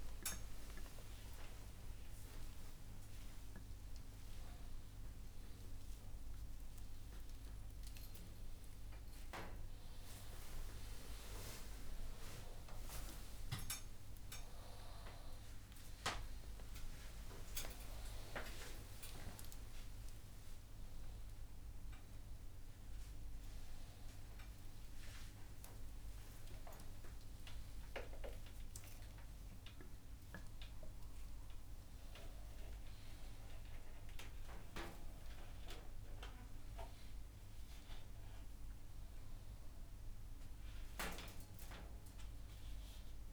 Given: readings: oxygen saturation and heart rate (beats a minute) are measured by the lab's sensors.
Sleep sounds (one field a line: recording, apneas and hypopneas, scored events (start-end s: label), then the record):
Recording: a person awake in a sleep study, by a room microphone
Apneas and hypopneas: none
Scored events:
none scored
From the record:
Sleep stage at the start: awake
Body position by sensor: upright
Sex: male